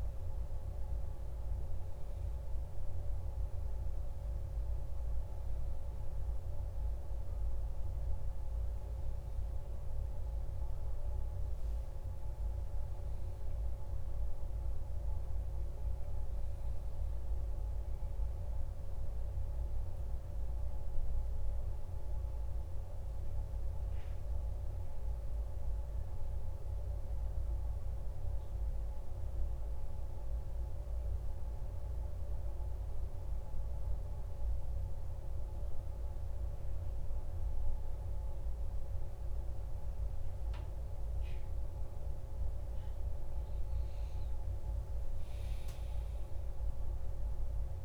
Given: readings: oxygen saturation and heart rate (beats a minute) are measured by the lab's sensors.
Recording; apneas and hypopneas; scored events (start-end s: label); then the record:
breathing in sleep, hard to hear, by a room microphone; 1
14.50-20.00 s: arousal
26.50-43.00 s: obstructive apnea (oxygen 98% before, 94% lowest, heart rate 58 before, 50 extreme, up 3 after)
44.50-47.85 s: oxygen desaturation (device-marked, oxygen 97% before, 94% lowest, heart rate 53 before, 52 extreme)
45.50-47.85 s: arousal
From the record:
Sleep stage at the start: N1 (lightest sleep); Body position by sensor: on the back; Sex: male